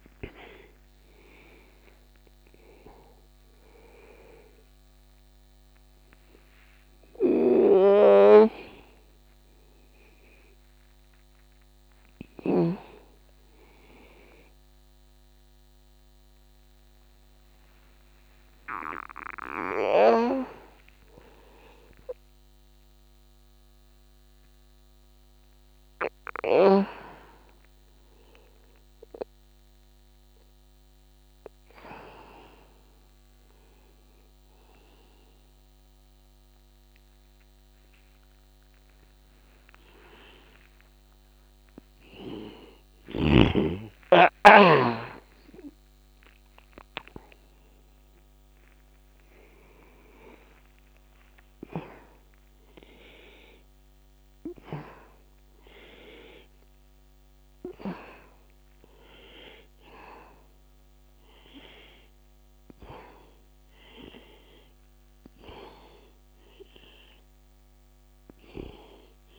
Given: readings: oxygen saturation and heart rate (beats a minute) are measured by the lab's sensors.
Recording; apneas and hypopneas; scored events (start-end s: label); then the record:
breathing in sleep by a microphone on the trachea; 1
6.50-22.50 s: oxygen desaturation (device-marked, oxygen 98% before, 93% lowest, heart rate 58 before, 35 extreme)
22.00-26.50 s: arousal
28.50-44.00 s: hypopnea (oxygen 97% before, 92% lowest, heart rate 44 before, 56 extreme, up 10 after)
44.50-49.50 s: arousal
61.50-69.39 s: oxygen desaturation (device-marked, oxygen 95% before, 92% lowest, heart rate 63 before, 64 extreme)
From the record:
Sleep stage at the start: N2 (light sleep); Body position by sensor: on the back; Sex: male